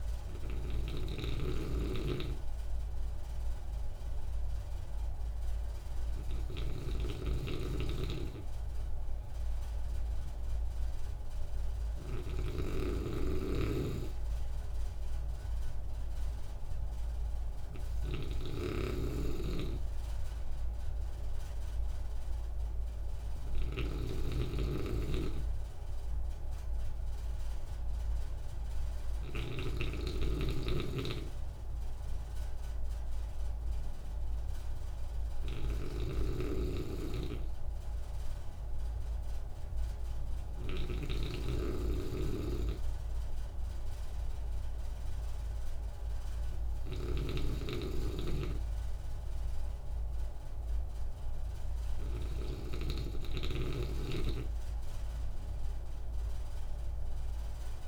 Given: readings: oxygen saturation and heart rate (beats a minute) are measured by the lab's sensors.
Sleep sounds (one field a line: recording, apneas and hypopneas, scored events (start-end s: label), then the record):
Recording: breathing in sleep by a room microphone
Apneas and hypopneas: none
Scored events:
0.00-57.88 s: snoring (device-marked)
From the record:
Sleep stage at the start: N2 (light sleep)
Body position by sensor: on the right side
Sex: male